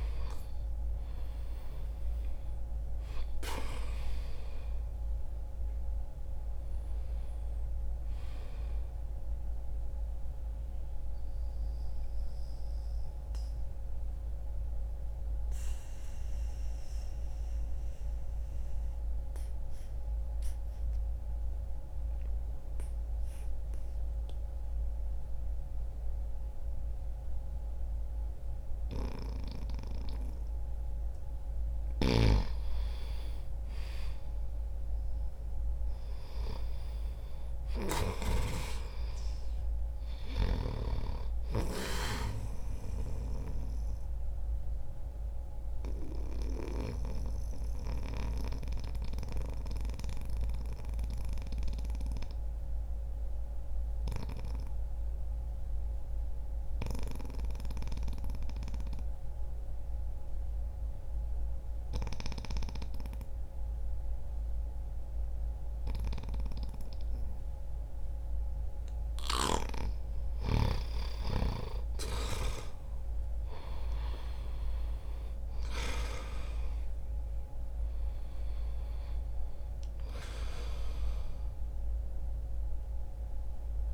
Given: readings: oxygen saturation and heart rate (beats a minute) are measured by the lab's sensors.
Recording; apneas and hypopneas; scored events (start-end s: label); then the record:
breathing in sleep by a room microphone; 2
9.00-30.50 s: obstructive apnea (oxygen 97% before, 89% lowest, heart rate 64 before, 61 extreme, up 0 after)
22.00-30.00 s: oxygen desaturation (device-marked, oxygen 94% before, 91% lowest, heart rate 64 before, 61 extreme)
32.00-36.50 s: arousal
39.50-46.00 s: snoring (device-marked)
41.00-61.00 s: oxygen desaturation (device-marked, oxygen 98% before, 89% lowest, heart rate 65 before, 61 extreme)
42.50-68.00 s: obstructive apnea (oxygen 98% before, 88% lowest, heart rate 65 before, 59 extreme, up 2 after)
69.50-74.00 s: arousal
72.00-83.94 s: oxygen desaturation (device-marked, oxygen 96% before, 91% lowest, heart rate 63 before, 59 extreme)
From the record:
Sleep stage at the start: N2 (light sleep); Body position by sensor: on the back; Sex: male